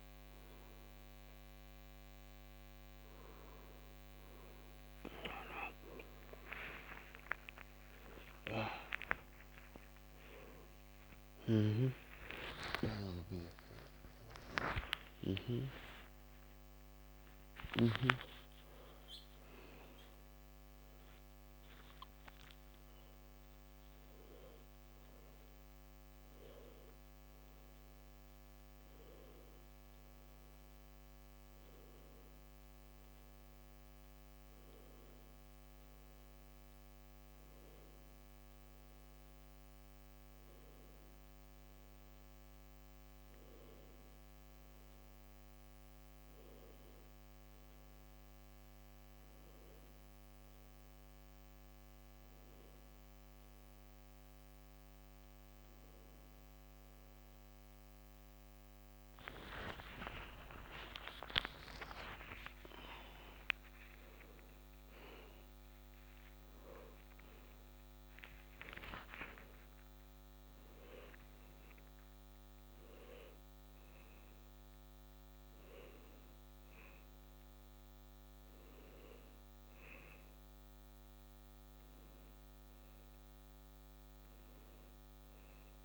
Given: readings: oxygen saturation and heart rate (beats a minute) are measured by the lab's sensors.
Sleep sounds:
a person partly awake in a sleep study, by a microphone on the trachea; none
23.00-85.85 s: new sleep stage, N1 (lightest sleep)
59.50-67.50 s: arousal
From the record:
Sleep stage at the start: awake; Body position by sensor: on the back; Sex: male

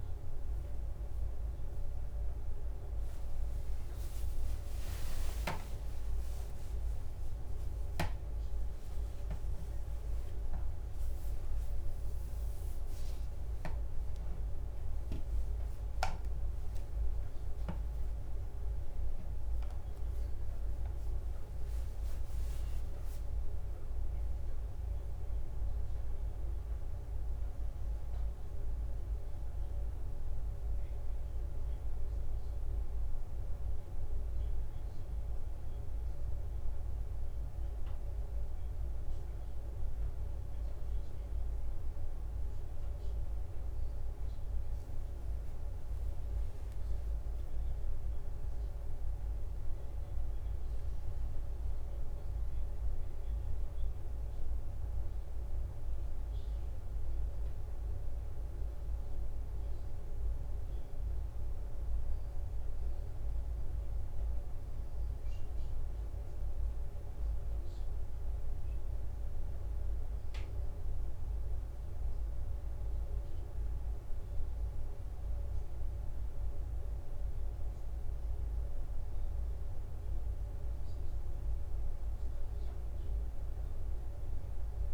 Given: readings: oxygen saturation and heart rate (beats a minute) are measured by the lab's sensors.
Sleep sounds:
a person awake in a sleep study, hard to hear, by a room microphone; none
5.00-7.00 s: leg movement (device-marked)
9.50-11.00 s: leg movement (device-marked)
13.50-19.50 s: tachycardia (device-marked, heart rate 62 before, 107 extreme)
22.50-23.50 s: leg movement (device-marked)
48.50-59.50 s: drop in pulse transit time (device-marked, heart rate 64 before, 65 extreme)
77.50-84.94 s: drop in pulse transit time (device-marked, heart rate 63 before, 60 extreme)
From the record:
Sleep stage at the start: awake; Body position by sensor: on the back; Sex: female

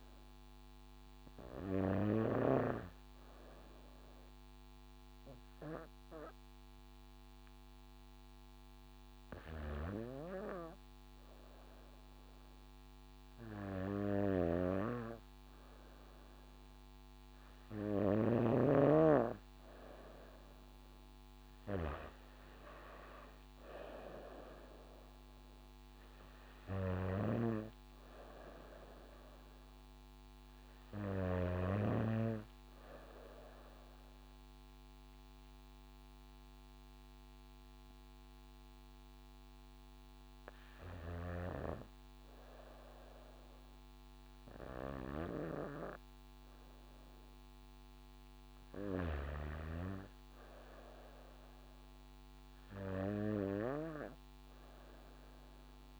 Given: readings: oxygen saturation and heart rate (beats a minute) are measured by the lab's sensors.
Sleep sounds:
breathing in sleep by a microphone on the trachea; 1
1.00-18.00 s: hypopnea (oxygen 96% before, 93% lowest, heart rate 64 before, 54 extreme, up 6 after)
22.00-25.50 s: arousal
From the record:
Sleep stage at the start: N2 (light sleep); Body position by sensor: on the back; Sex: female

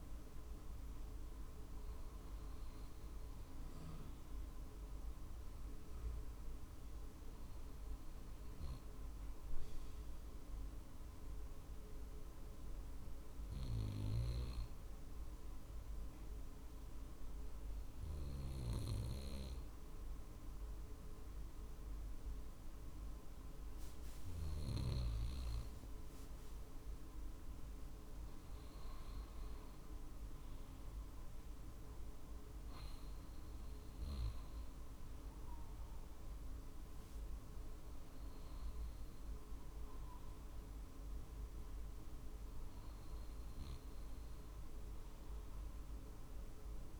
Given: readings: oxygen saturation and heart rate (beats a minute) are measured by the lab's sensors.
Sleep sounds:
breathing in sleep, hard to hear, by a room microphone; 1
0.00-10.50 s: drop in pulse transit time (device-marked, heart rate 49 extreme)
6.50-25.00 s: hypopnea (oxygen 96% before, 95% lowest, heart rate 51 before, 49 extreme, up 3 after)
27.00-31.50 s: arousal
30.50-47.00 s: drop in pulse transit time (device-marked, heart rate 50 before, 50 extreme)
From the record:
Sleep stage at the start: N2 (light sleep); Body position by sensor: on the right side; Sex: male

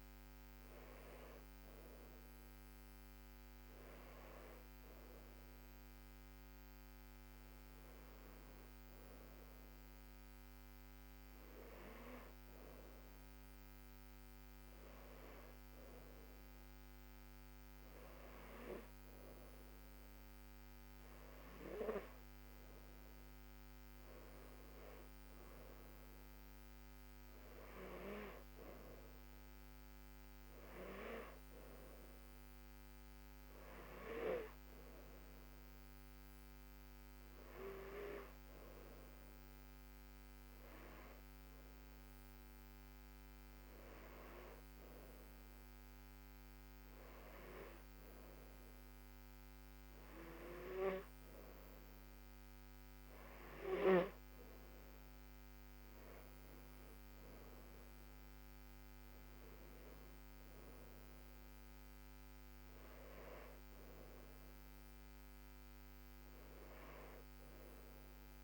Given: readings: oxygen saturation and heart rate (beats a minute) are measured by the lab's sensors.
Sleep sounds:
breathing in sleep by a microphone on the trachea; none
none scored
From the record:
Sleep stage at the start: N2 (light sleep); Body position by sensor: on the back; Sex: female

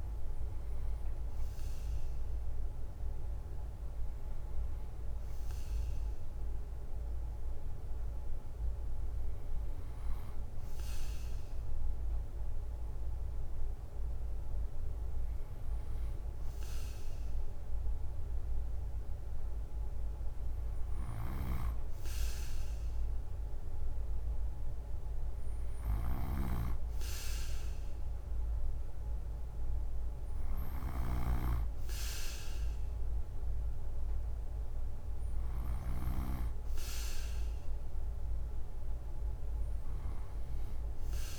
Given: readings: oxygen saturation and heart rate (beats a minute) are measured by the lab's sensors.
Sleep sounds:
breathing in sleep by a room microphone; none
20.50-35.50 s: snoring (device-marked)
36.00-41.39 s: new sleep stage, N1 (lightest sleep)
From the record:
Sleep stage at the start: N2 (light sleep); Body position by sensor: on the right side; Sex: male

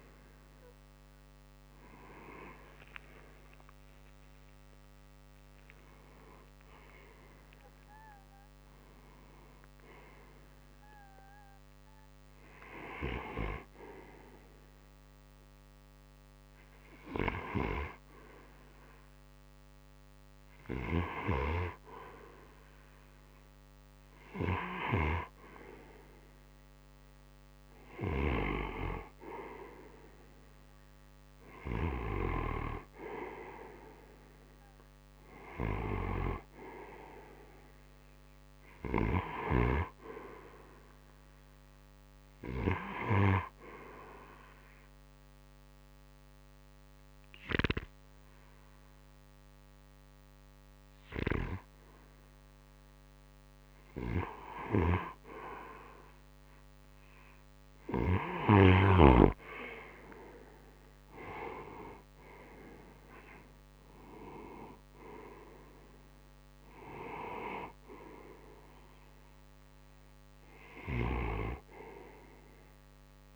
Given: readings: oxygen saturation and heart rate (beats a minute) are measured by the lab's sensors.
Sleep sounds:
breathing in sleep by a microphone on the trachea; 2
1.00-5.00 s: arousal
12.50-25.00 s: hypopnea (oxygen 92% before, 89% lowest, heart rate 58 before, 26 extreme, up 42 after)
28.00-32.50 s: arousal
31.00-48.00 s: oxygen desaturation (device-marked, oxygen 93% before, 90% lowest, heart rate 53 before, 35 extreme)
43.00-54.00 s: obstructive apnea (oxygen 93% before, 88% lowest, heart rate 55 before, 35 extreme, up 6 after)
56.00-61.50 s: arousal
62.00-73.36 s: oxygen desaturation (device-marked, oxygen 92% before, 89% lowest)
From the record:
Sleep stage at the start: N2 (light sleep); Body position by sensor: on the right side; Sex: male

